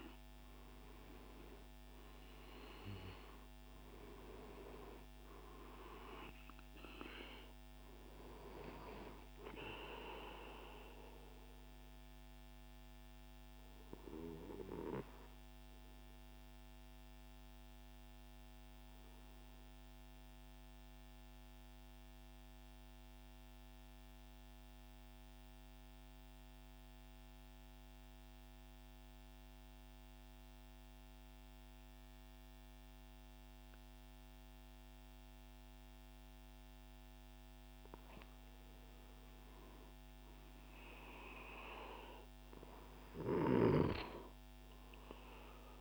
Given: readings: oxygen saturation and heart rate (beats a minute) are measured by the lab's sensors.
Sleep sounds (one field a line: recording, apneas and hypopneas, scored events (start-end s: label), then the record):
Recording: breathing in sleep by a microphone on the trachea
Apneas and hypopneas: 1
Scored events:
0.00-1.50 s: arousal
0.00-21.00 s: oxygen desaturation (device-marked, oxygen 90% lowest, heart rate 44 extreme)
9.50-36.50 s: obstructive apnea (oxygen 99% before, 90% lowest, heart rate 110 before, 44 extreme)
37.50-41.50 s: arousal
44.00-45.81 s: oxygen desaturation (device-marked, oxygen 98% before, 94% lowest, heart rate 75 before, 65 extreme)
From the record:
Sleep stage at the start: N2 (light sleep)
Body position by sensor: on the right side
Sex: male